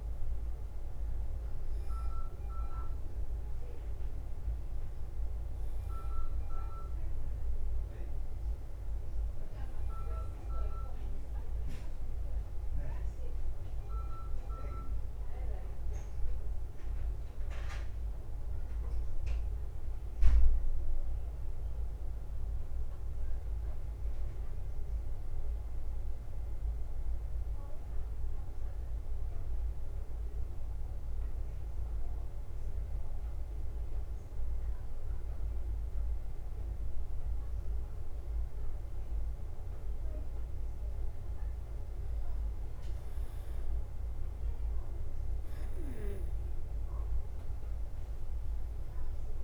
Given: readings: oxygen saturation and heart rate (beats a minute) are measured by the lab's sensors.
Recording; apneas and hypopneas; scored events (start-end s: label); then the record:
breathing in sleep by a room microphone; 1
0.00-9.00 s: bradycardia (device-marked, heart rate 48 extreme)
0.00-35.00 s: oxygen desaturation (device-marked, oxygen 98% before, 92% lowest, heart rate 57 before, 47 extreme)
20.00-24.00 s: arousal
22.00-24.00 s: long interval between heartbeats (device-marked, heart rate 58 before, 63 extreme)
23.00-49.44 s: bradycardia (device-marked, heart rate 59 before, 47 extreme)
26.00-39.00 s: obstructive apnea (oxygen 97% before, 91% lowest, heart rate 60 before, 47 extreme, up 7 after)
42.00-48.00 s: arousal
From the record:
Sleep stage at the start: N2 (light sleep); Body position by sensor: on the back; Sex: male